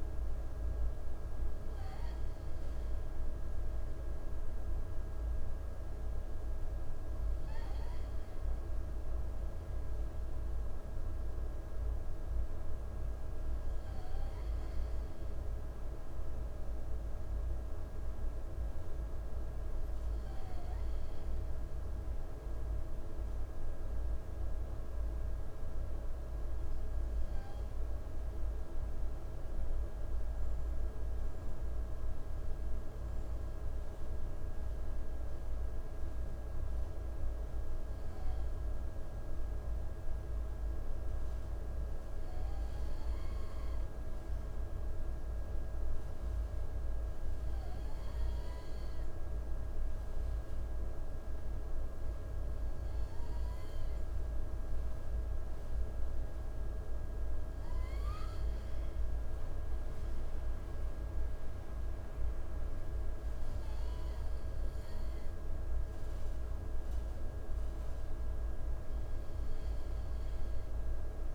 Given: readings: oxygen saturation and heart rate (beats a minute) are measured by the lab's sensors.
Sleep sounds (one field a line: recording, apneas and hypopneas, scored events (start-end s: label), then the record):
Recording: breathing in sleep, hard to hear, by a room microphone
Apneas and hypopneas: none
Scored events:
none scored
From the record:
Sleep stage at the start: N2 (light sleep)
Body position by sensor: on the right side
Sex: male